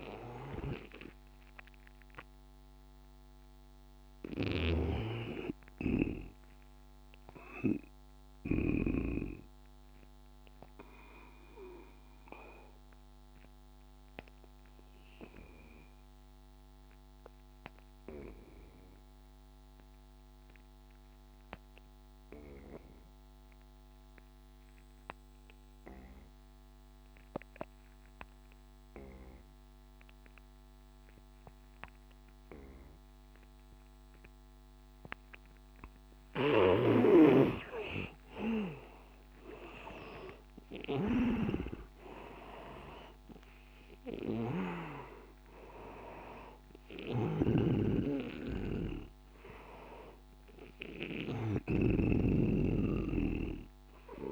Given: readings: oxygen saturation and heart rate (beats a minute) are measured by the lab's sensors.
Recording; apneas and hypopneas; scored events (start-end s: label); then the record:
breathing in sleep by a microphone on the trachea; 1
0.00-19.50 s: oxygen desaturation (device-marked, oxygen 75% lowest, heart rate 70 extreme)
4.00-8.50 s: snoring (device-marked)
9.00-36.00 s: obstructive apnea (oxygen 92% before, 75% lowest, heart rate 85 before, 77 extreme, up 15 after)
28.50-54.32 s: oxygen desaturation (device-marked, oxygen 99% before, 78% lowest, heart rate 84 before, 77 extreme)
36.00-52.00 s: snoring (device-marked)
38.00-42.00 s: arousal
From the record:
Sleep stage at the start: N2 (light sleep); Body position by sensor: on the back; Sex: male